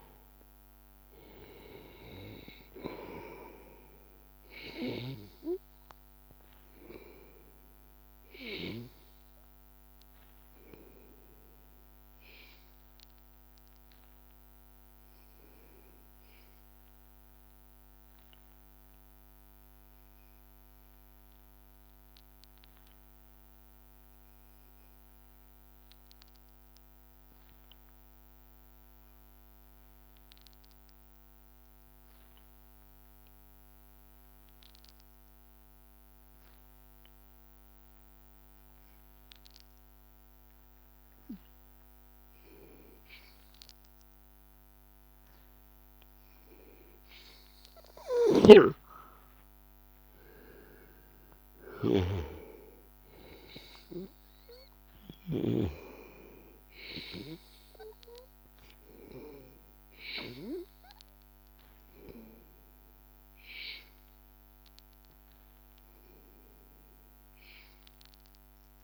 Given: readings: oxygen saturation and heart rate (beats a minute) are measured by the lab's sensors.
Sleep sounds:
breathing in sleep by a microphone on the trachea; 1
0.00-21.50 s: oxygen desaturation (device-marked, oxygen 93% lowest, heart rate 82 extreme)
16.50-46.00 s: hypopnea (oxygen 97% before, 93% lowest, heart rate 83 before, 82 extreme, up 1 after)
41.50-68.84 s: oxygen desaturation (device-marked, oxygen 98% before, 93% lowest, heart rate 83 before, 79 extreme)
48.00-52.00 s: arousal
From the record:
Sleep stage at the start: N2 (light sleep); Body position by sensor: on the back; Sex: male

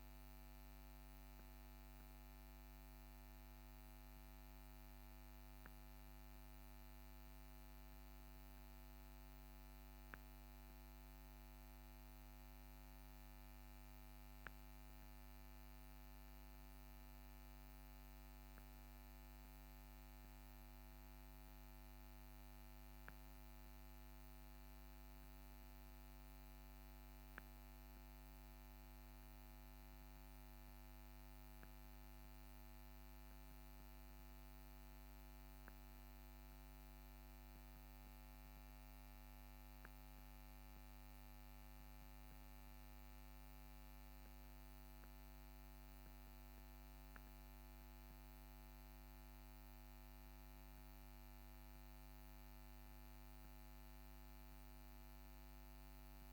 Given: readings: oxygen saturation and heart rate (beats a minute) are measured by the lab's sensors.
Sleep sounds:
a person awake in a sleep study, hard to hear, by a microphone on the trachea; none
none scored
From the record:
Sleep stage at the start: awake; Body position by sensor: on the back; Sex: male

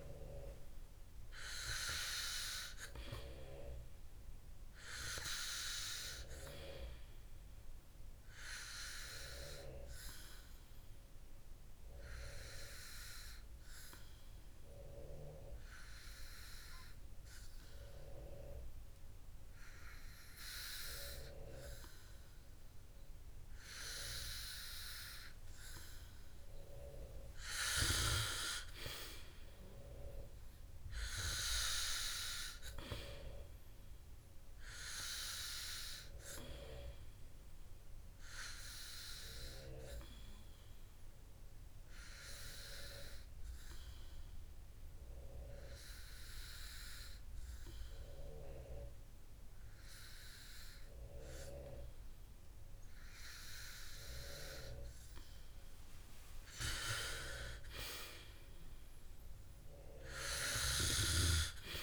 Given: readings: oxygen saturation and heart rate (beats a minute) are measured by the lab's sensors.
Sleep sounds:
breathing in sleep by a room microphone; 2
1.50-5.00 s: arousal
10.50-24.00 s: hypopnea (oxygen 98% before, 95% lowest, heart rate 154 before, 50 extreme, up 43 after)
29.50-33.00 s: arousal
38.50-54.00 s: hypopnea (oxygen 97% before, 95% lowest, heart rate 154 before, 76 extreme, up 35 after)
58.50-61.82 s: arousal
From the record:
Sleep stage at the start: N2 (light sleep); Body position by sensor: on the back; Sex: male

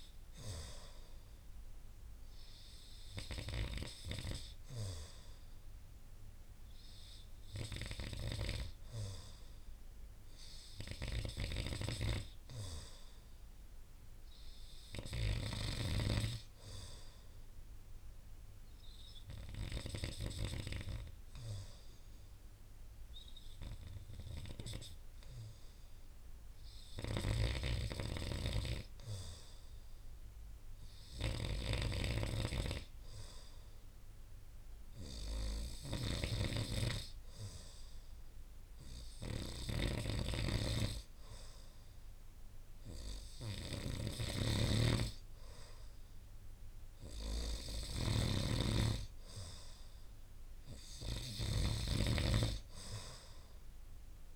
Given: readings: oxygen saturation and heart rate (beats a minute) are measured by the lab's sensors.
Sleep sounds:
breathing in sleep by a room microphone; 1
2.00-43.50 s: hypopnea (oxygen 97% before, 92% lowest)
27.00-54.36 s: snoring (device-marked)
45.50-49.00 s: arousal
From the record:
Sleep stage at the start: N2 (light sleep); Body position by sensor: on the right side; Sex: male

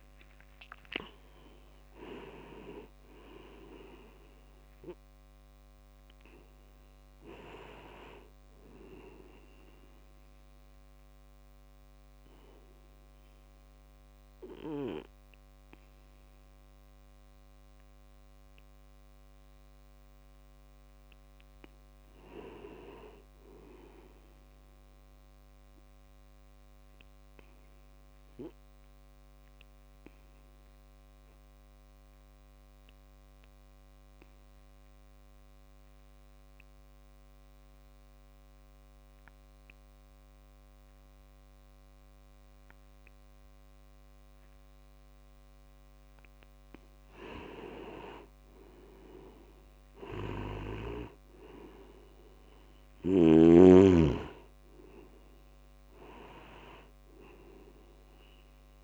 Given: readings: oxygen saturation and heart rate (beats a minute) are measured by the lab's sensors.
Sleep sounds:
breathing in sleep by a microphone on the trachea; 2
0.00-3.50 s: arousal
0.00-25.50 s: oxygen desaturation (device-marked, oxygen 88% lowest)
10.00-20.00 s: obstructive apnea (oxygen 98% before, 88% lowest)
21.50-24.00 s: arousal
26.50-45.50 s: obstructive apnea (oxygen 97% before, 89% lowest)
47.00-50.50 s: arousal
49.50-58.84 s: oxygen desaturation (device-marked, oxygen 96% before, 89% lowest)
From the record:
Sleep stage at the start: N2 (light sleep); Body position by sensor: on the back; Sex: male

